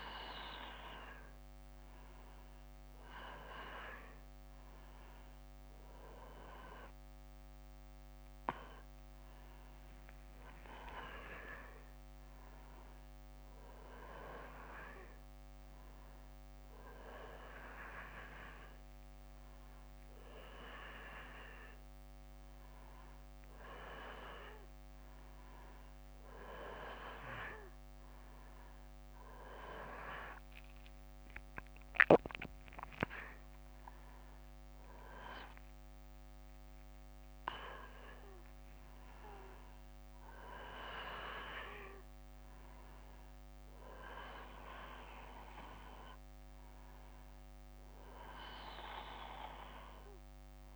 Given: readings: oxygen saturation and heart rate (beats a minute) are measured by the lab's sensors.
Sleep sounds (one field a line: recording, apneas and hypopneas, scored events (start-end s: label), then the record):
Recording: a person awake in a sleep study, by a microphone on the trachea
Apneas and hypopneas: none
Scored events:
none scored
From the record:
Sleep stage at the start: awake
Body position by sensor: on the back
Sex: male